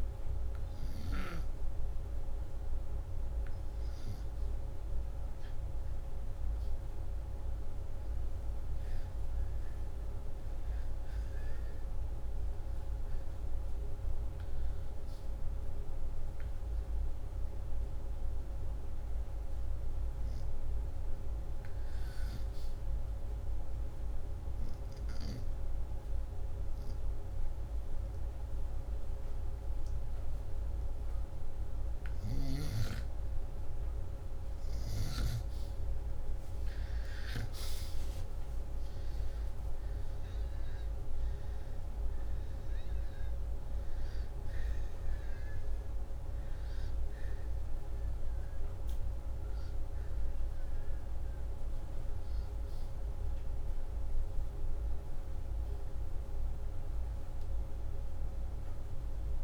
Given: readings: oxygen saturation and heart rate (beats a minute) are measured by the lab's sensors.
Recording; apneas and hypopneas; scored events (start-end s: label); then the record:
breathing in sleep, hard to hear, by a room microphone; 1
23.00-33.50 s: obstructive apnea (oxygen 97% before, 91% lowest, heart rate 78 before, 77 extreme, up 2 after)
37.50-41.50 s: arousal
57.50-59.44 s: oxygen desaturation (device-marked, oxygen 94% before, 91% lowest, heart rate 79 before, 75 extreme)
From the record:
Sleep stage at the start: N2 (light sleep); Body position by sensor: upright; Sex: male